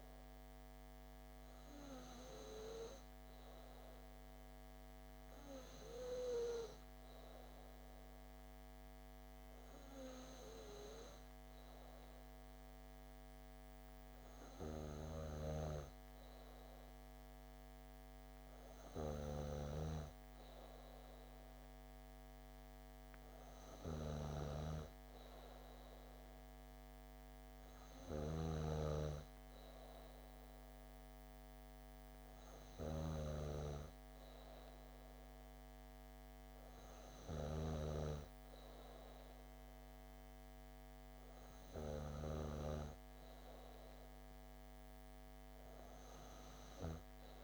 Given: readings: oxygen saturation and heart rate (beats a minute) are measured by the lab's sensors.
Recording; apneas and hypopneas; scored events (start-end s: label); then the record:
breathing in sleep by a microphone on the trachea; none
none scored
From the record:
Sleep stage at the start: N2 (light sleep); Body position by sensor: on the back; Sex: female